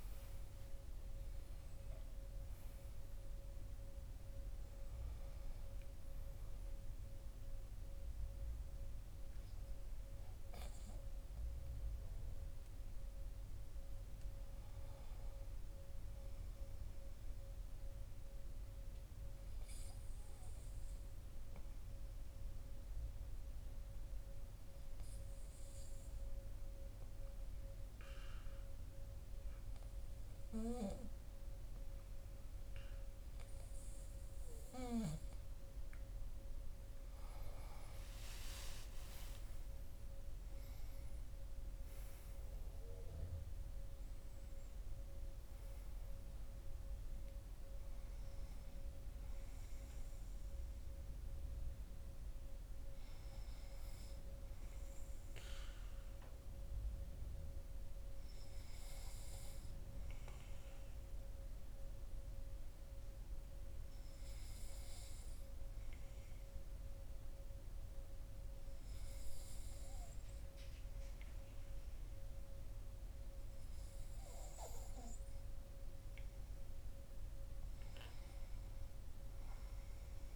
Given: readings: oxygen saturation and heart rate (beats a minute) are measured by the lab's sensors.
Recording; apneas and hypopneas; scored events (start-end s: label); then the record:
breathing in sleep, hard to hear, by a room microphone; 2
0.00-1.50 s: arousal
17.50-34.50 s: hypopnea (oxygen 97% before, 94% lowest, heart rate 64 before, 49 extreme, up 16 after)
37.00-41.00 s: arousal
63.00-74.50 s: hypopnea (oxygen 96% before, 95% lowest, heart rate 57 before, 48 extreme, up 9 after)
77.00-80.36 s: arousal
From the record:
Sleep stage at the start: N2 (light sleep); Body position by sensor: on the back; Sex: male